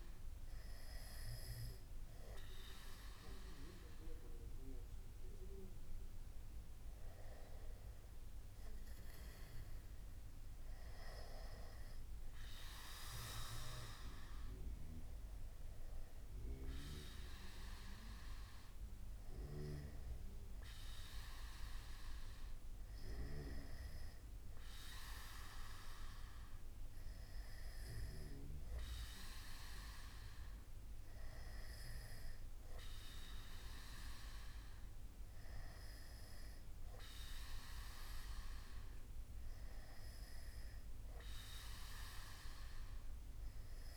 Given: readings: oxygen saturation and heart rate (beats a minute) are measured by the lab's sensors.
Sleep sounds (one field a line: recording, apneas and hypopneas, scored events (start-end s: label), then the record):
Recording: breathing in sleep by a room microphone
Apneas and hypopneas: none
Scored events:
none scored
From the record:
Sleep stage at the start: N2 (light sleep)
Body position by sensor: on the back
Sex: male